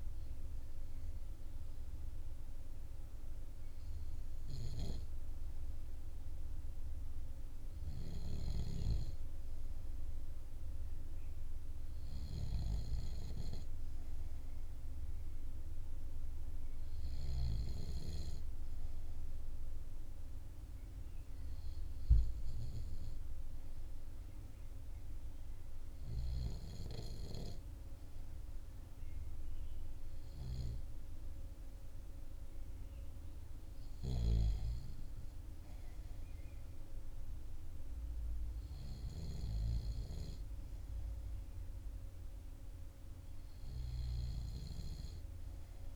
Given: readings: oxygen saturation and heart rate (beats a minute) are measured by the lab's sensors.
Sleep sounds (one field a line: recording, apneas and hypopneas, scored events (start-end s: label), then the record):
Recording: breathing in sleep by a room microphone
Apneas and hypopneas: none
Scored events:
8.00-28.00 s: oxygen desaturation (device-marked, oxygen 96% before, 92% lowest, heart rate 40 before, 40 extreme)
From the record:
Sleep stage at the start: REM sleep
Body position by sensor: on the back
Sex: male